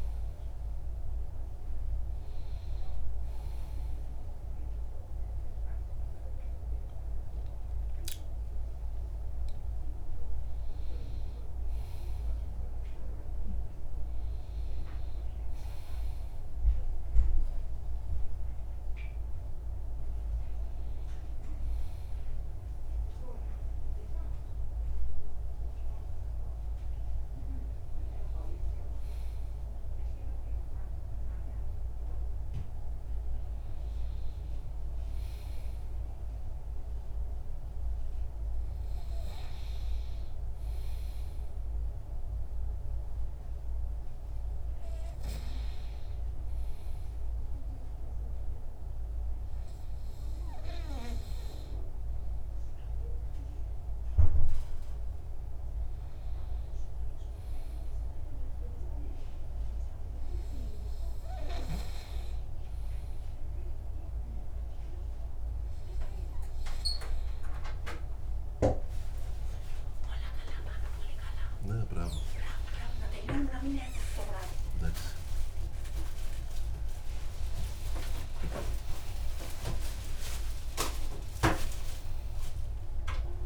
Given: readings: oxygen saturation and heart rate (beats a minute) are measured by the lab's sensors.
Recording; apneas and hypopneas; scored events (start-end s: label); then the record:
a person partly awake in a sleep study, by a room microphone; none
16.00-83.46 s: new sleep stage, N1 (lightest sleep)
36.00-37.00 s: oxygen desaturation (device-marked, oxygen 99% before, 98% lowest, heart rate 65 before, 62 extreme)
68.00-71.50 s: arousal
From the record:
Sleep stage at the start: awake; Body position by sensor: on the back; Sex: male